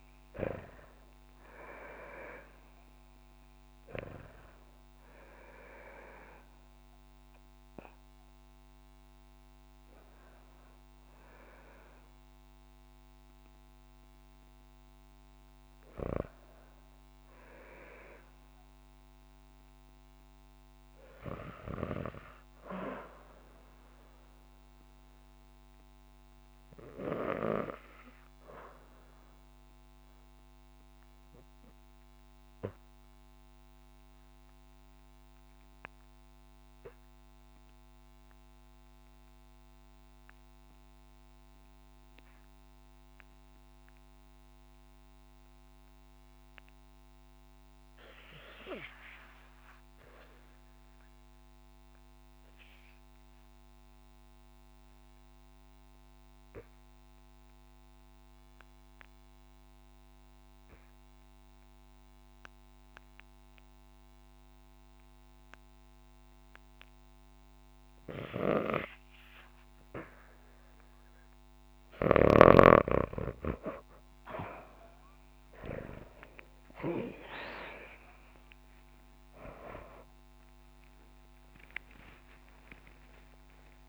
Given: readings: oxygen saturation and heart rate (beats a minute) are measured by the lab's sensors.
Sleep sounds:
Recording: breathing in sleep by a microphone on the trachea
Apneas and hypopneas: 1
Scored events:
0.00-22.50 s: oxygen desaturation (device-marked, oxygen 76% lowest, heart rate 45 extreme)
32.50-69.00 s: obstructive apnea (oxygen 98% before, 78% lowest, heart rate 63 before, 55 extreme, up 12 after)
46.50-83.89 s: oxygen desaturation (device-marked, oxygen 98% before, 78% lowest, heart rate 59 before, 55 extreme)
82.50-83.89 s: new sleep stage, awake
From the record:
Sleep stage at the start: REM sleep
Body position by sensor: on the back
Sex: female

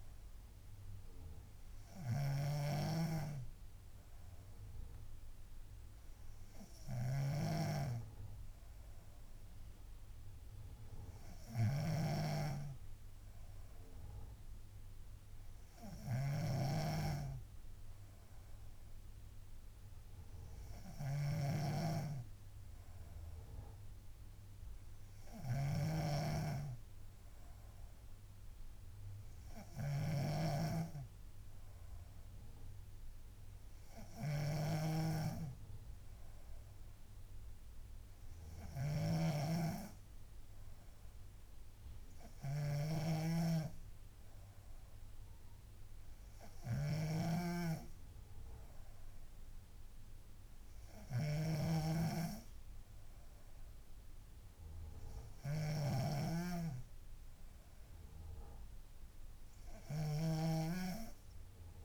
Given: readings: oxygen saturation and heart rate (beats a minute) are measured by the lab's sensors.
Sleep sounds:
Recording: breathing in sleep by a room microphone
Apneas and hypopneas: none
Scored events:
0.00-61.85 s: snoring (device-marked)
From the record:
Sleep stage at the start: N3 (deep sleep)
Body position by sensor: on the back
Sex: female

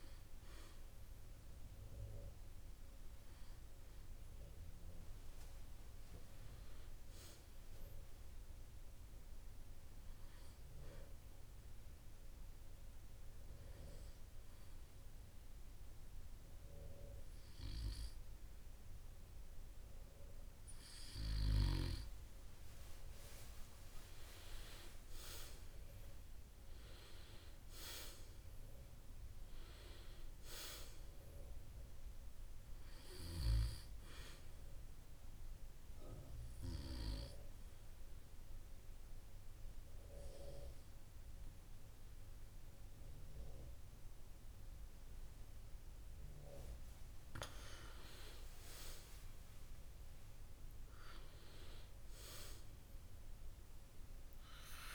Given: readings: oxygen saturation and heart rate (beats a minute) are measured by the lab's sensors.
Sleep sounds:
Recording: breathing in sleep by a room microphone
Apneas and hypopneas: 2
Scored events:
12.00-23.50 s: hypopnea (oxygen 97% before, 95% lowest, heart rate 116 before, 64 extreme, up 47 after)
25.00-29.50 s: arousal
35.50-47.50 s: obstructive apnea (oxygen 97% before, 95% lowest, heart rate 104 before, 114 extreme, up 17 after)
49.00-53.50 s: arousal
From the record:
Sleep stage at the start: N2 (light sleep)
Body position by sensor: on the back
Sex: male

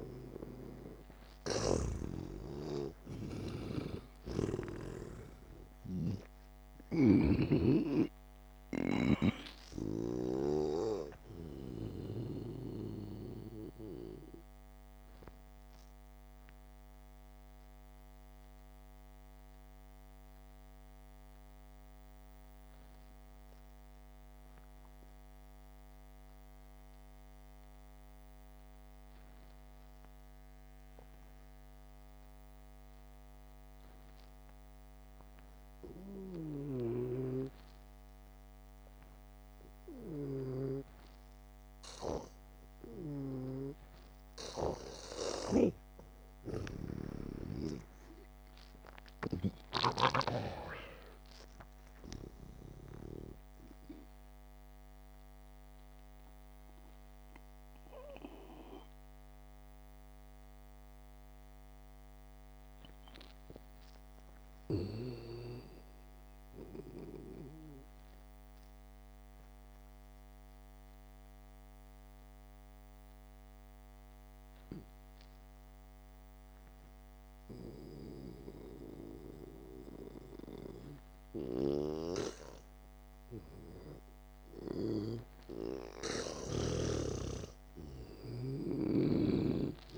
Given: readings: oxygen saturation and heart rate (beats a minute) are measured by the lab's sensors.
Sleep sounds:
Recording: breathing in sleep by a microphone on the trachea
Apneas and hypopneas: 2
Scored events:
2.00-5.50 s: snoring (device-marked)
2.50-6.00 s: arousal
7.50-11.00 s: snoring (device-marked)
9.50-33.50 s: oxygen desaturation (device-marked, oxygen 96% before, 88% lowest, heart rate 57 before, 52 extreme)
14.50-36.00 s: mixed apnea (oxygen 97% before, 88% lowest, heart rate 56 before, 52 extreme, up 1 after)
47.50-52.50 s: arousal
52.50-78.50 s: oxygen desaturation (device-marked, oxygen 95% before, 88% lowest, heart rate 59 before, 53 extreme)
68.00-82.00 s: obstructive apnea (oxygen 97% before, 88% lowest, heart rate 57 before, 62 extreme, up 4 after)
84.50-88.50 s: arousal
From the record:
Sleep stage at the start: N2 (light sleep)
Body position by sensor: on the back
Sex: male

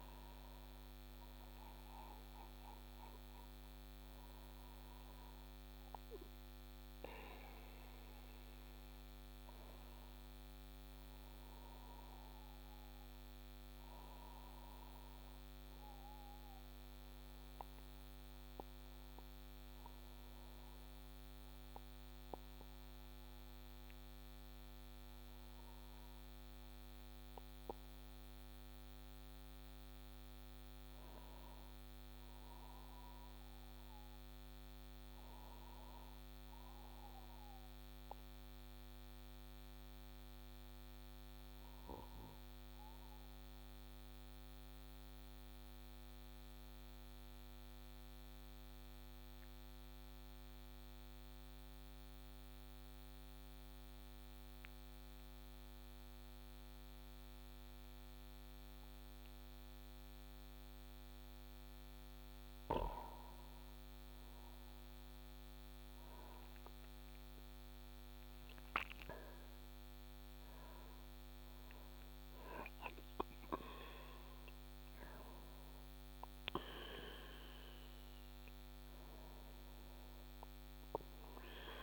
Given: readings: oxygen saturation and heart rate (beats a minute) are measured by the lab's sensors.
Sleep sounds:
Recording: breathing in sleep by a microphone on the trachea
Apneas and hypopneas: 2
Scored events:
15.50-28.50 s: obstructive apnea (oxygen 97% before, 92% lowest)
31.50-34.50 s: arousal
38.00-60.50 s: obstructive apnea (oxygen 97% before, 92% lowest)
62.50-66.50 s: arousal
72.50-81.83 s: oxygen desaturation (device-marked, oxygen 95% before, 92% lowest)
From the record:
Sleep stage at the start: N1 (lightest sleep)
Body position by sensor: on the back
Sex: male

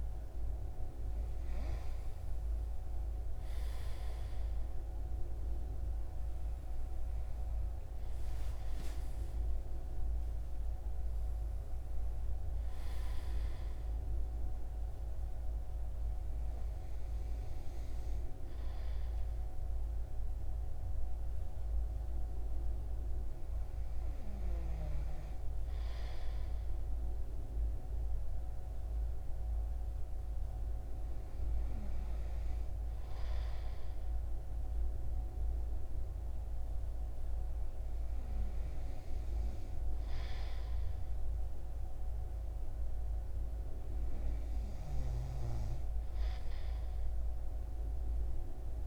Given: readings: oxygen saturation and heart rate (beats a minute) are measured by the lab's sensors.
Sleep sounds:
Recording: breathing in sleep, hard to hear, by a room microphone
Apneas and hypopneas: none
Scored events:
8.00-12.50 s: arousal
From the record:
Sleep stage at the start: N2 (light sleep)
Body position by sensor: on the right side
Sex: male

